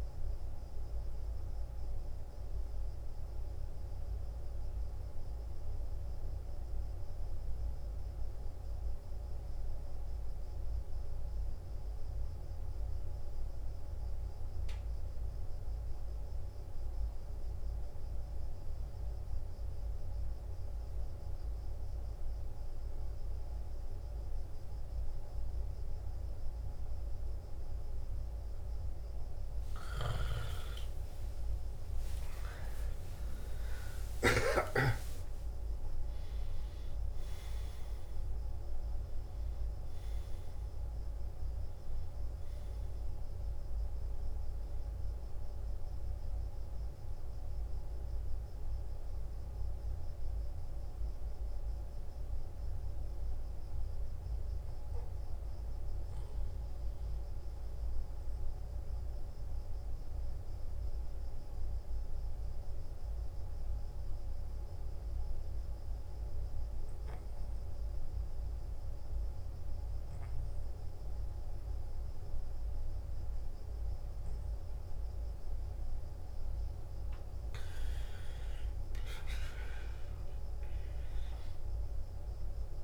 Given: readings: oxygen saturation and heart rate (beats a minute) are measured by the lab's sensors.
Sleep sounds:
breathing in sleep, hard to hear, by a room microphone; 2
11.00-29.50 s: obstructive apnea (oxygen 97% before, 86% lowest, heart rate 59 before, 56 extreme, up 16 after)
19.00-60.00 s: oxygen desaturation (device-marked, oxygen 97% before, 86% lowest, heart rate 57 before, 56 extreme)
28.00-58.00 s: new sleep stage, N1 (lightest sleep)
30.50-35.50 s: arousal
58.00-82.84 s: new sleep stage, N2 (light sleep)
61.50-78.00 s: hypopnea (oxygen 98% before, 88% lowest, heart rate 62 before, 57 extreme, up 12 after)
79.00-82.84 s: arousal
From the record:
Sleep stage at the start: N2 (light sleep); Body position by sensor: on the back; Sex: male

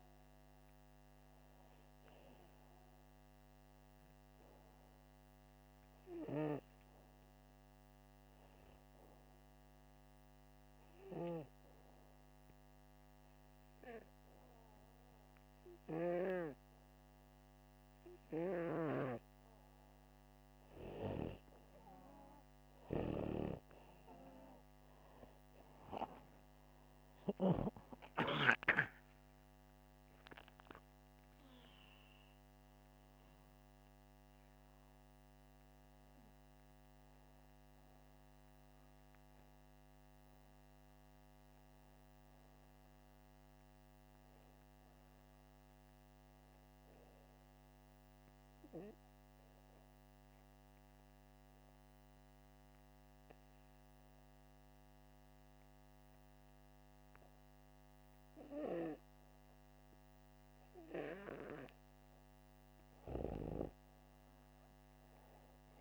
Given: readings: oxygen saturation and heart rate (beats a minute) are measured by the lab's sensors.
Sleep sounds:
breathing in sleep by a microphone on the trachea; 1
26.00-53.00 s: oxygen desaturation (device-marked, oxygen 97% before, 90% lowest, heart rate 82 before, 77 extreme)
28.00-32.00 s: arousal
48.00-58.50 s: obstructive apnea (oxygen 96% before, 91% lowest, heart rate 85 before, 77 extreme, up 0 after)
64.00-65.81 s: arousal
From the record:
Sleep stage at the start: N2 (light sleep); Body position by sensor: upright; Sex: male

